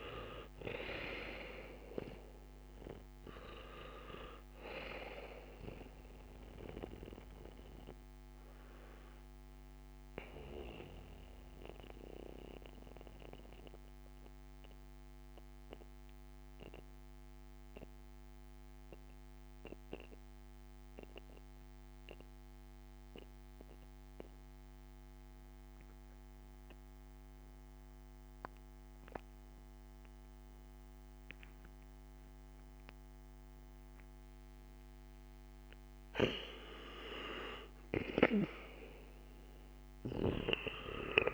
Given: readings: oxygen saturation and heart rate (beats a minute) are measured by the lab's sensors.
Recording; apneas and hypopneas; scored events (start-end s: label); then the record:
breathing in sleep by a microphone on the trachea; 1
0.00-25.50 s: oxygen desaturation (device-marked, oxygen 87% lowest, heart rate 56 extreme)
7.00-36.00 s: mixed apnea (oxygen 97% before, 87% lowest, heart rate 61 before, 56 extreme, up 4 after)
38.00-41.34 s: arousal
From the record:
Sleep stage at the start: N2 (light sleep); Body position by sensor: on the back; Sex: male